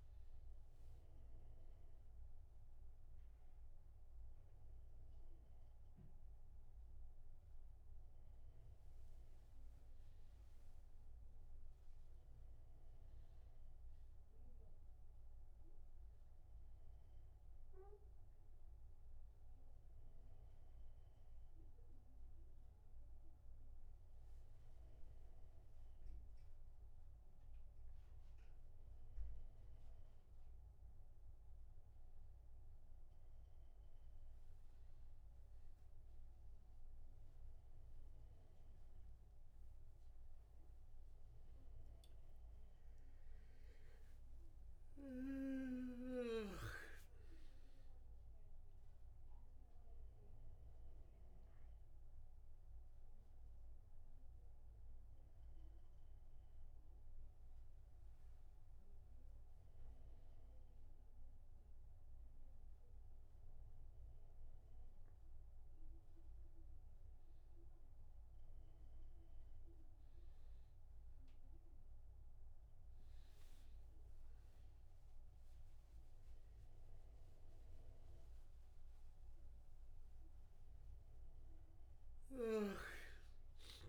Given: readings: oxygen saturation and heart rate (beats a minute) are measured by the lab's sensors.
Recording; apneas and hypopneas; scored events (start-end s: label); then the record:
a person awake in a sleep study, hard to hear, by a room microphone; none
none scored
From the record:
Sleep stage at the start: awake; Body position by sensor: on the back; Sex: male